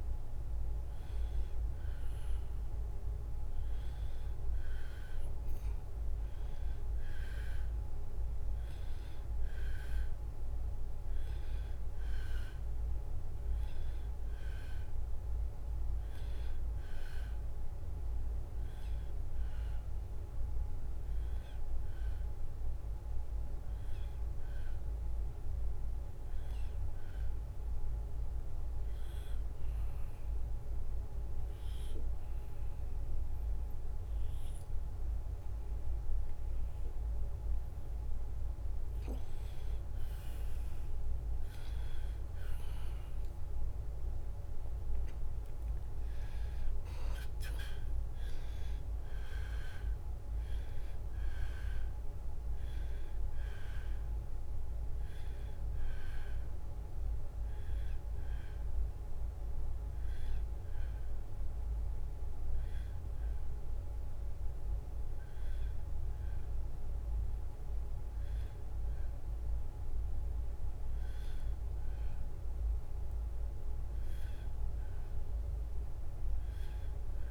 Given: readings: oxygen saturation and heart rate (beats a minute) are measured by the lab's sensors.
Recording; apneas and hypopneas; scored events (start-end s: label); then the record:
breathing in sleep, hard to hear, by a room microphone; 2
0.00-2.00 s: arousal
27.00-39.00 s: obstructive apnea (oxygen 93% before, 89% lowest, heart rate 75 before, 72 extreme, up 1 after)
42.50-47.50 s: arousal
44.50-70.50 s: oxygen desaturation (device-marked, oxygen 93% before, 89% lowest, heart rate 73 before, 73 extreme)
52.00-66.50 s: hypopnea (oxygen 93% before, 89% lowest, heart rate 74 before, 73 extreme, up 0 after)
69.50-73.00 s: arousal
From the record:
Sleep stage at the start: N2 (light sleep); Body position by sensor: on the back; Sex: male